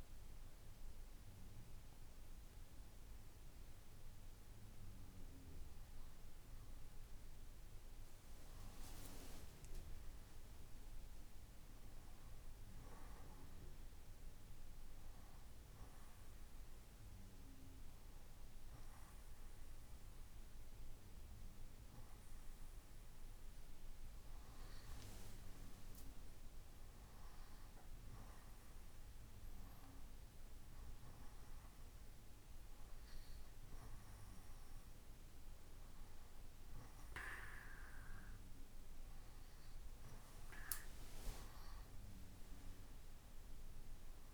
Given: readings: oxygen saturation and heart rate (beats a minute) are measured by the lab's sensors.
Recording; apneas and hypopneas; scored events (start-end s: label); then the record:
a person awake in a sleep study, by a room microphone; none
none scored
From the record:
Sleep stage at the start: awake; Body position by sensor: on the right side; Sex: male